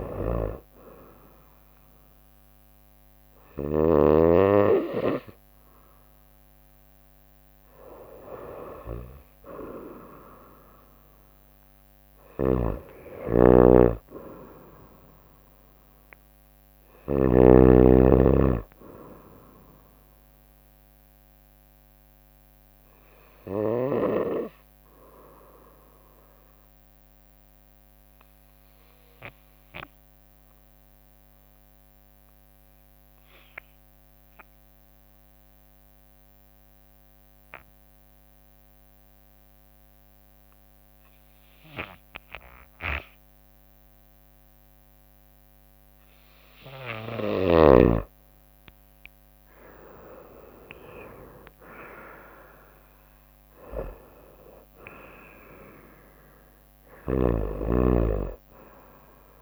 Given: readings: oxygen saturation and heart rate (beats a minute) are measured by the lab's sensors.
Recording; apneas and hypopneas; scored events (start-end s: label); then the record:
breathing in sleep by a microphone on the trachea; 1
0.00-2.50 s: arousal
0.00-4.00 s: snoring (device-marked)
2.50-15.50 s: drop in pulse transit time (device-marked, heart rate 65 before, 65 extreme)
12.00-17.50 s: snoring (device-marked)
23.50-47.00 s: mixed apnea (oxygen 95% before, 89% lowest, heart rate 65 before, 60 extreme, up 10 after)
49.00-52.50 s: arousal
52.50-59.42 s: drop in pulse transit time (device-marked, heart rate 61 before, 67 extreme)
52.50-59.42 s: oxygen desaturation (device-marked, oxygen 96% before, 89% lowest, heart rate 61 before, 61 extreme)
57.00-59.42 s: snoring (device-marked)
From the record:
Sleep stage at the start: N2 (light sleep); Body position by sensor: on the right side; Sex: female